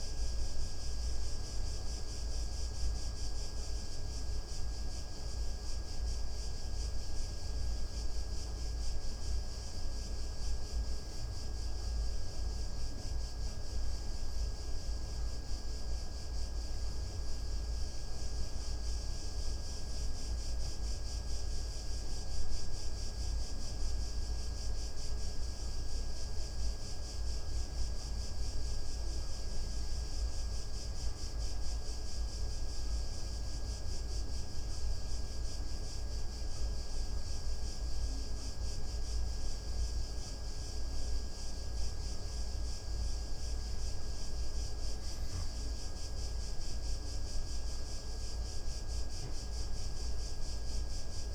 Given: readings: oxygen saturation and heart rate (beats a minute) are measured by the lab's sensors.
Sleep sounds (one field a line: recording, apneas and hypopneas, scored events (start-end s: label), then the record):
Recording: breathing in sleep, hard to hear, by a room microphone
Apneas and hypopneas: 2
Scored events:
0.50-3.50 s: arousal
6.00-17.00 s: hypopnea (oxygen 95% before, 92% lowest)
19.50-23.00 s: arousal
28.00-40.50 s: hypopnea (oxygen 95% before, 91% lowest)
45.00-49.00 s: arousal
From the record:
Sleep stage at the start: N2 (light sleep)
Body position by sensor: on the back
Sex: male